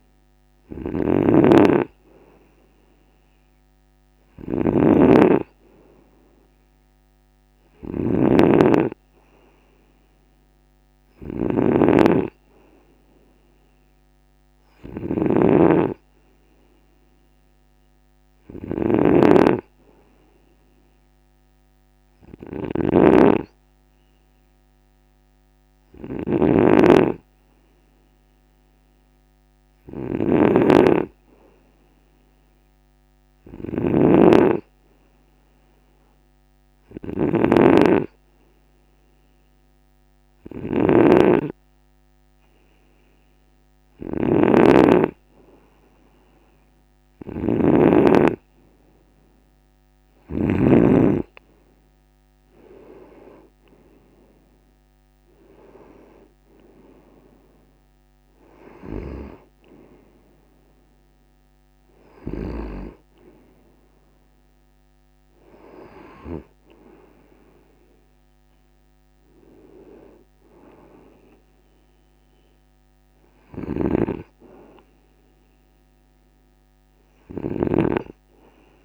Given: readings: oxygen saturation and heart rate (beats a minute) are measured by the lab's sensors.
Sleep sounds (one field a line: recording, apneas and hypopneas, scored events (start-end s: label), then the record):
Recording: breathing in sleep by a microphone on the trachea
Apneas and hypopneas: 1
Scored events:
0.00-47.50 s: snoring (device-marked)
26.50-30.00 s: arousal
35.50-46.00 s: hypopnea (oxygen 96% before, 95% lowest, heart rate 51 before, 52 extreme, up 5 after)
51.50-54.00 s: arousal
73.00-78.85 s: snoring (device-marked)
From the record:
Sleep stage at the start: N2 (light sleep)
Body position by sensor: on the right side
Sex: male